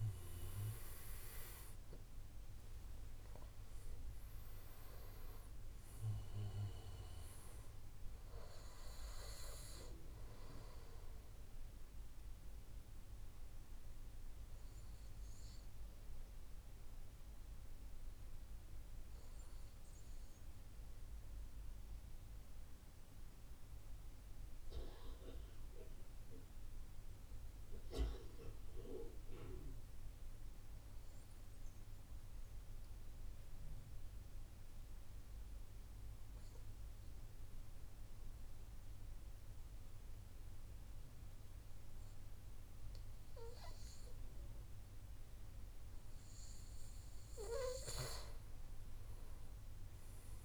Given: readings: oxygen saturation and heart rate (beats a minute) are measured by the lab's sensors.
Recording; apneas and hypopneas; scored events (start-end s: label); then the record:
breathing in sleep by a room microphone; 1
0.00-2.00 s: arousal
0.00-23.50 s: oxygen desaturation (device-marked, oxygen 87% lowest, heart rate 94 extreme)
12.00-46.00 s: obstructive apnea (oxygen 97% before, 87% lowest, heart rate 144 before, 94 extreme, up 43 after)
44.50-50.45 s: oxygen desaturation (device-marked, oxygen 98% before, 92% lowest, heart rate 117 before, 110 extreme)
47.00-50.45 s: arousal
From the record:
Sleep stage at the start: N2 (light sleep); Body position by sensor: on the right side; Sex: male